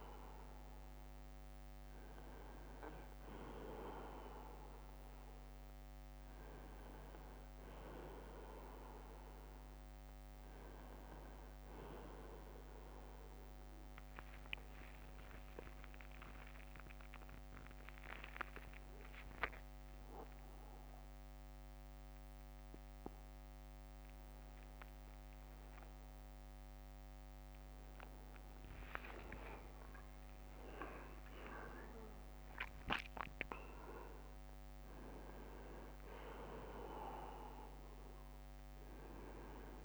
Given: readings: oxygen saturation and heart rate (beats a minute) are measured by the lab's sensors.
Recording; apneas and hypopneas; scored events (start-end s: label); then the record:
a person awake in a sleep study, by a microphone on the trachea; none
none scored
From the record:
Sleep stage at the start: awake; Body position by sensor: on the right side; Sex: male